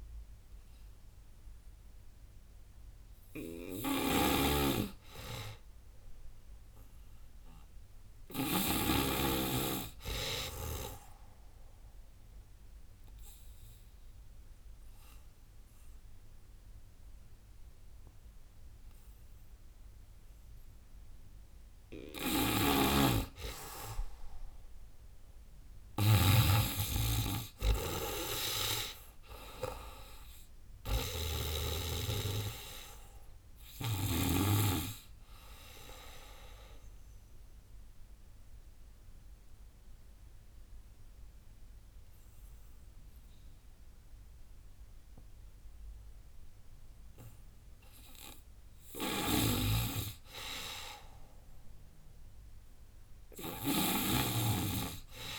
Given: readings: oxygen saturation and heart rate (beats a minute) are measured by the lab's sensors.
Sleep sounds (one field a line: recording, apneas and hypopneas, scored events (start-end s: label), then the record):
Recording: breathing in sleep by a room microphone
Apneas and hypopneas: 2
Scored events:
0.00-4.50 s: oxygen desaturation (device-marked, oxygen 91% lowest, heart rate 74 extreme)
3.50-8.50 s: snoring (device-marked)
4.50-17.50 s: tachycardia (device-marked, heart rate 108 before, 120 extreme)
5.00-7.00 s: long interval between heartbeats (device-marked, heart rate 91 before, 97 extreme)
5.50-8.50 s: arousal
8.00-10.00 s: long interval between heartbeats (device-marked, heart rate 90 before, 105 extreme)
10.00-12.00 s: long interval between heartbeats (device-marked, heart rate 90 before, 113 extreme)
11.50-21.50 s: obstructive apnea (oxygen 98% before, 91% lowest, heart rate 92 before, 81 extreme, up 21 after)
12.50-14.50 s: long interval between heartbeats (device-marked, heart rate 93 before, 116 extreme)
12.50-18.50 s: oxygen desaturation (device-marked, oxygen 98% before, 93% lowest, heart rate 93 before, 81 extreme)
16.00-18.00 s: long interval between heartbeats (device-marked, heart rate 98 before, 116 extreme)
16.50 s: drop in pulse transit time (device-marked)
22.00-26.00 s: snoring (device-marked)
23.00-25.00 s: long interval between heartbeats (device-marked, heart rate 107 before, 93 extreme)
23.50-34.50 s: tachycardia (device-marked, heart rate 108 before, 129 extreme)
23.50-38.50 s: drop in pulse transit time (device-marked, heart rate 107 before, 93 extreme)
24.50-28.00 s: arousal
28.00-30.00 s: long interval between heartbeats (device-marked, heart rate 108 before, 112 extreme)
32.00-34.00 s: long interval between heartbeats (device-marked, heart rate 109 before, 128 extreme)
32.50-46.50 s: oxygen desaturation (device-marked, oxygen 96% before, 91% lowest, heart rate 110 before, 81 extreme)
37.00-39.00 s: long interval between heartbeats (device-marked, heart rate 110 before, 95 extreme)
37.00-48.00 s: obstructive apnea (oxygen 97% before, 91% lowest, heart rate 110 before, 82 extreme, up 17 after)
39.50-43.50 s: tachycardia (device-marked, heart rate 109 before, 107 extreme)
47.50-49.50 s: long interval between heartbeats (device-marked, heart rate 107 before, 89 extreme)
48.50-53.50 s: snoring (device-marked)
50.50-53.50 s: arousal
50.50-55.39 s: drop in pulse transit time (device-marked, heart rate 103 before, 86 extreme)
52.50-54.50 s: long interval between heartbeats (device-marked, heart rate 100 before, 91 extreme)
From the record:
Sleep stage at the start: N2 (light sleep)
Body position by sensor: on the back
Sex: female